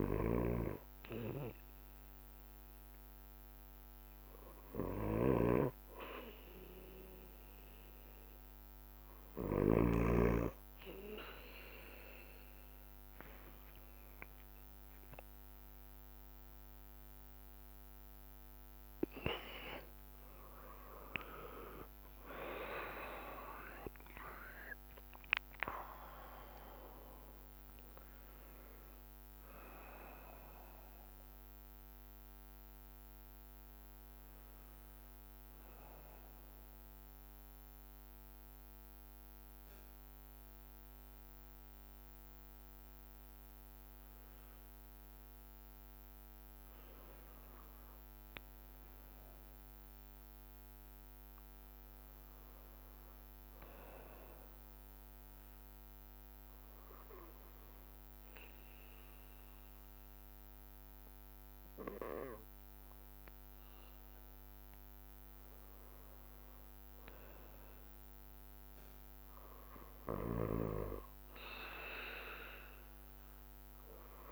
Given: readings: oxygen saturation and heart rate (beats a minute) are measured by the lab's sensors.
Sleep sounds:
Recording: breathing in sleep by a microphone on the trachea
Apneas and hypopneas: 1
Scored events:
0.00-9.00 s: drop in pulse transit time (device-marked, heart rate 45 extreme)
0.00-19.00 s: bradycardia (device-marked)
5.00-7.00 s: long interval between heartbeats (device-marked, heart rate 46 before, 47 extreme)
8.00-68.00 s: new sleep stage, N1 (lightest sleep)
12.50-14.50 s: long interval between heartbeats (device-marked, heart rate 47 before, 38 extreme)
15.50-20.50 s: arousal
17.00-19.00 s: long interval between heartbeats (device-marked, heart rate 44 before, 55 extreme)
20.50-22.50 s: long interval between heartbeats (device-marked, heart rate 45 before, 56 extreme)
22.00-31.00 s: drop in pulse transit time (device-marked, heart rate 46 before, 72 extreme)
22.50-24.50 s: long interval between heartbeats (device-marked, heart rate 46 before, 72 extreme)
32.00-74.32 s: bradycardia (device-marked)
46.00-49.50 s: arousal
51.50-53.50 s: long interval between heartbeats (device-marked)
52.00-67.00 s: obstructive apnea (oxygen 93% before, 91% lowest)
53.50-55.50 s: long interval between heartbeats (device-marked)
54.00-58.00 s: drop in pulse transit time (device-marked)
59.50-61.50 s: long interval between heartbeats (device-marked, heart rate 34 before, 44 extreme)
68.00-74.32 s: new sleep stage, N2 (light sleep)
68.50-72.50 s: arousal
From the record:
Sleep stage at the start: N2 (light sleep)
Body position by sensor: on the back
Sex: male

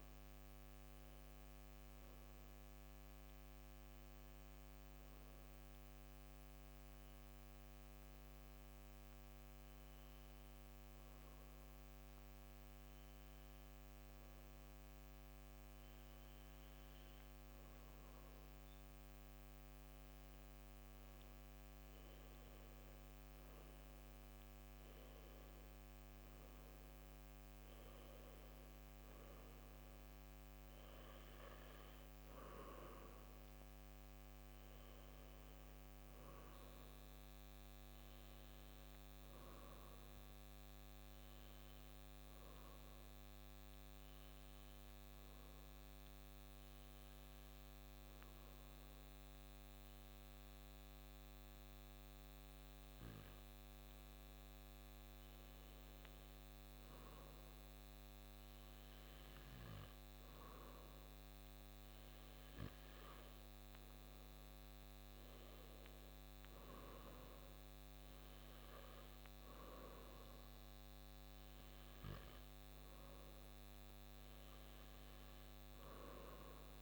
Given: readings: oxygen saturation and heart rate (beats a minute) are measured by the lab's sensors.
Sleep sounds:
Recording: breathing in sleep, hard to hear, by a microphone on the trachea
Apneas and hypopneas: 2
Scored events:
7.50-19.00 s: obstructive apnea (oxygen 97% before, 94% lowest)
21.00-26.50 s: arousal
43.50-55.00 s: obstructive apnea (oxygen 97% before, 94% lowest)
56.50-60.50 s: arousal
From the record:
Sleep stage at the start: N2 (light sleep)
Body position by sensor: on the back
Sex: male

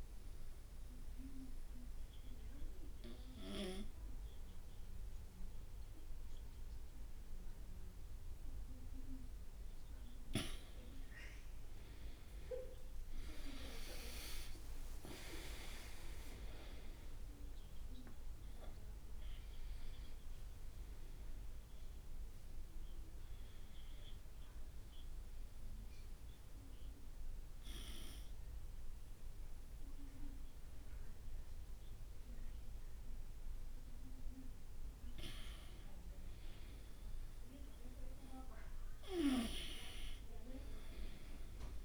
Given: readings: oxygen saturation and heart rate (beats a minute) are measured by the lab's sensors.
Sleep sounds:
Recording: breathing in sleep by a room microphone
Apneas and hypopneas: 2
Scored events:
1.00-11.50 s: obstructive apnea (oxygen 97% before, 91% lowest, heart rate 65 before, 60 extreme, up 12 after)
13.00-18.00 s: arousal
15.50-27.50 s: drop in pulse transit time (device-marked, heart rate 65 before, 67 extreme)
17.50-30.50 s: oxygen desaturation (device-marked, oxygen 96% before, 91% lowest, heart rate 66 before, 60 extreme)
25.50-36.50 s: obstructive apnea (oxygen 96% before, 91% lowest, heart rate 70 before, 60 extreme, up 14 after)
40.50-41.85 s: arousal
From the record:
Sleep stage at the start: N1 (lightest sleep)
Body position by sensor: on the right side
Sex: male

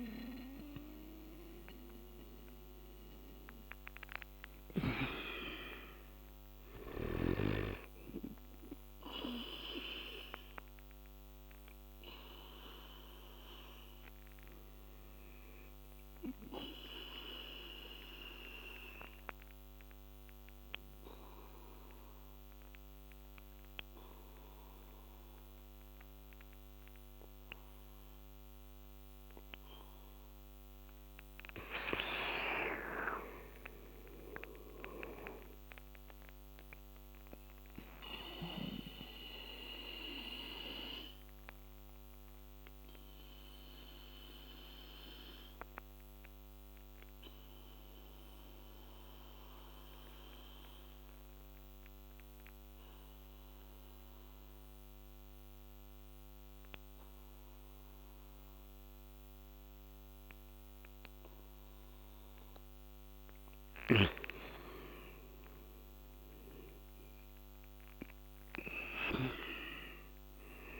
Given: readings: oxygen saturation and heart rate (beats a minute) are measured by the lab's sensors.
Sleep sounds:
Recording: breathing in sleep by a microphone on the trachea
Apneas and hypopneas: 2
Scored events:
2.00-19.00 s: oxygen desaturation (device-marked, oxygen 98% before, 89% lowest, heart rate 77 before, 75 extreme)
17.50-30.50 s: obstructive apnea (oxygen 98% before, 88% lowest, heart rate 80 before, 78 extreme, up 5 after)
32.50-36.50 s: arousal
42.00-49.00 s: oxygen desaturation (device-marked, oxygen 98% before, 94% lowest, heart rate 82 before, 75 extreme)
42.00-61.50 s: obstructive apnea (oxygen 99% before, 88% lowest, heart rate 82 before, 75 extreme, up 7 after)
51.00-61.00 s: oxygen desaturation (device-marked, oxygen 96% before, 92% lowest, heart rate 81 before, 75 extreme)
63.50-68.00 s: arousal
From the record:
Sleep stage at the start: N2 (light sleep)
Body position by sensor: on the back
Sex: male

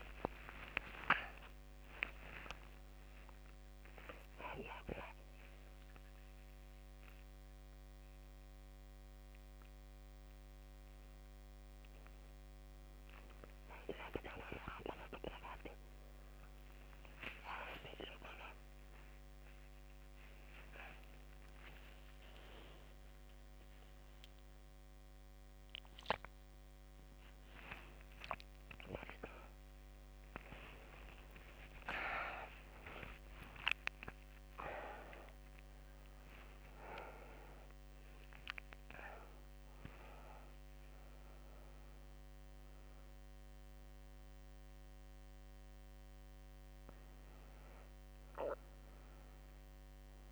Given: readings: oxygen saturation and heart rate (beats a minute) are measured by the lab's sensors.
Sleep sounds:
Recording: a person awake in a sleep study, by a microphone on the trachea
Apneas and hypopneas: none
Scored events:
none scored
From the record:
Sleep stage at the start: awake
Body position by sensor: on the right side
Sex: female

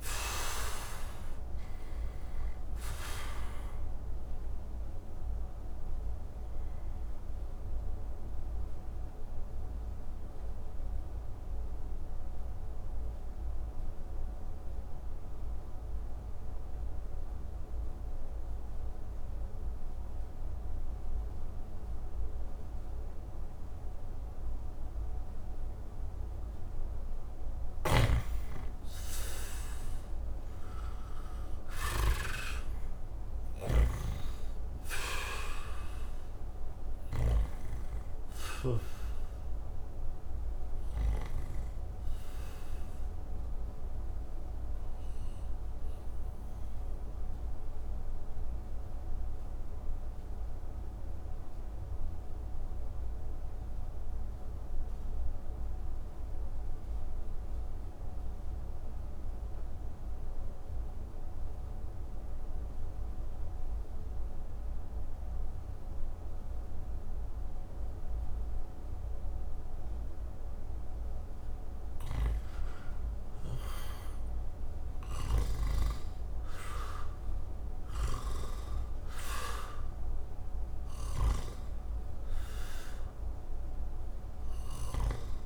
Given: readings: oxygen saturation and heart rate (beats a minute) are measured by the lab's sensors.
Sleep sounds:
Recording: breathing in sleep by a room microphone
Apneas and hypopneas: 2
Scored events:
0.00-25.00 s: oxygen desaturation (device-marked, oxygen 84% lowest)
5.00-27.00 s: obstructive apnea (oxygen 98% before, 84% lowest)
27.50-37.50 s: snoring (device-marked)
30.00-33.50 s: arousal
32.00-59.00 s: oxygen desaturation (device-marked, oxygen 97% before, 85% lowest)
42.00-71.50 s: obstructive apnea (oxygen 97% before, 82% lowest)
73.00-77.50 s: arousal
80.00-85.46 s: oxygen desaturation (device-marked, oxygen 95% before, 82% lowest)
From the record:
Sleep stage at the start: N2 (light sleep)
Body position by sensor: on the back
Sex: male

